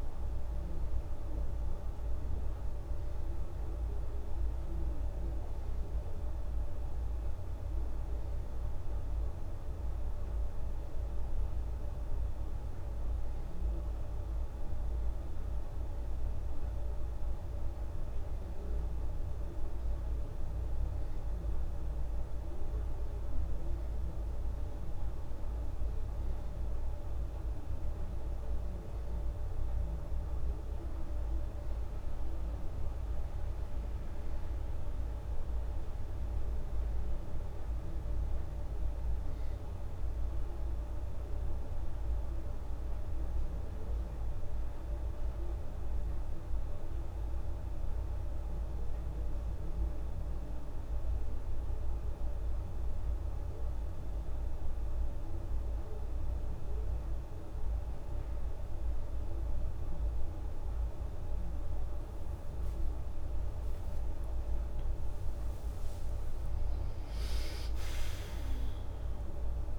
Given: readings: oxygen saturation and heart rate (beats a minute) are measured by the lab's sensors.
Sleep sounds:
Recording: breathing in sleep, hard to hear, by a room microphone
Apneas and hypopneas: 1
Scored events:
35.50-39.00 s: arousal
42.00-53.00 s: hypopnea (oxygen 96% before, 93% lowest, heart rate 104 before, 76 extreme, up 52 after)
62.00-66.50 s: arousal
From the record:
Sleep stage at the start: N2 (light sleep)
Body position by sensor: on the back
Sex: female

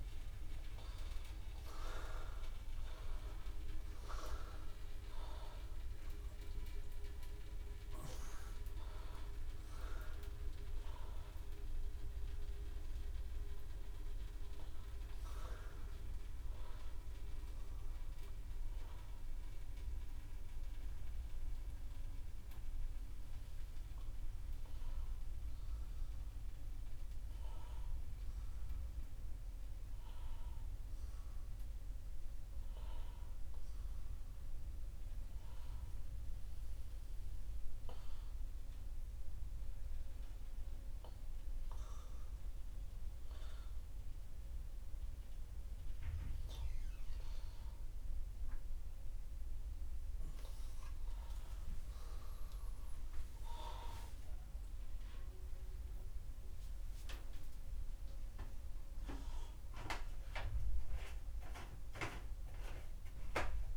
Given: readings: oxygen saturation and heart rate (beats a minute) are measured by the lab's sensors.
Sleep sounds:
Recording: a person awake in a sleep study, by a room microphone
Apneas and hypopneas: none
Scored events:
none scored
From the record:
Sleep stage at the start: awake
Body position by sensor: upright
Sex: male

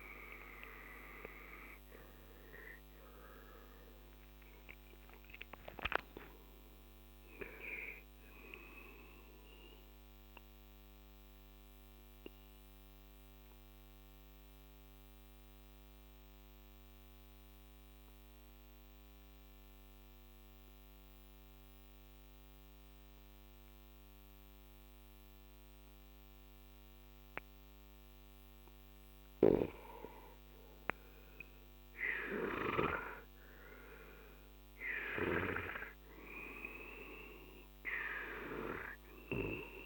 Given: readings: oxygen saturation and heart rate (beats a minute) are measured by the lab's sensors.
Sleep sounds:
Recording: breathing in sleep by a microphone on the trachea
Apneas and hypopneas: 1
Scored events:
0.00-10.50 s: oxygen desaturation (device-marked, oxygen 91% lowest, heart rate 37 extreme)
10.00-29.50 s: obstructive apnea (oxygen 96% before, 91% lowest, heart rate 56 before, 37 extreme, up 16 after)
29.50-33.00 s: snoring (device-marked)
31.00-35.50 s: arousal
37.50-39.86 s: oxygen desaturation (device-marked, oxygen 99% before, 94% lowest, heart rate 48 before, 43 extreme)
From the record:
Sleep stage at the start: N2 (light sleep)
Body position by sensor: on the left side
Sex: male

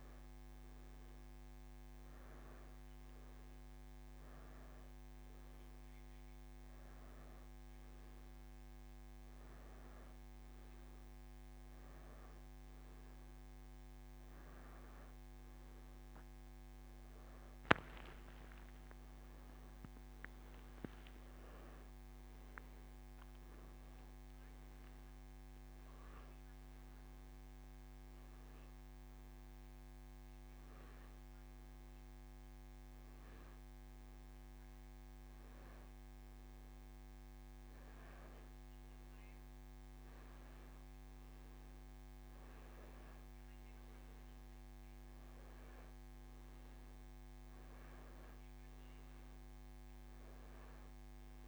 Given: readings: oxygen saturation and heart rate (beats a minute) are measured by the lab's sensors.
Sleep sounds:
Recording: breathing in sleep, hard to hear, by a microphone on the trachea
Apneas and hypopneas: none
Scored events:
18.50-22.00 s: arousal
48.50-51.48 s: new sleep stage, awake
From the record:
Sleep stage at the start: N2 (light sleep)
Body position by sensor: on the back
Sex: male

